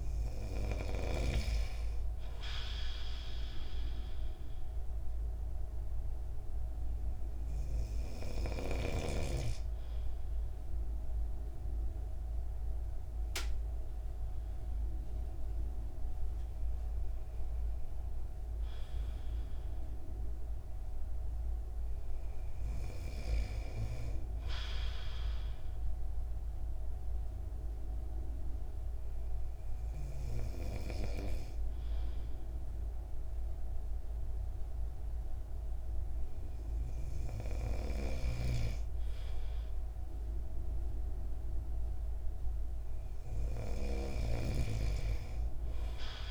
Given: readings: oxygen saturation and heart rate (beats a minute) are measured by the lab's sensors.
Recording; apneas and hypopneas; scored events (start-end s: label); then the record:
breathing in sleep by a room microphone; none
33.00-46.31 s: new sleep stage, N2 (light sleep)
38.00-44.50 s: snoring (device-marked)
From the record:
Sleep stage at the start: N3 (deep sleep); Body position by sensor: on the right side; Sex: male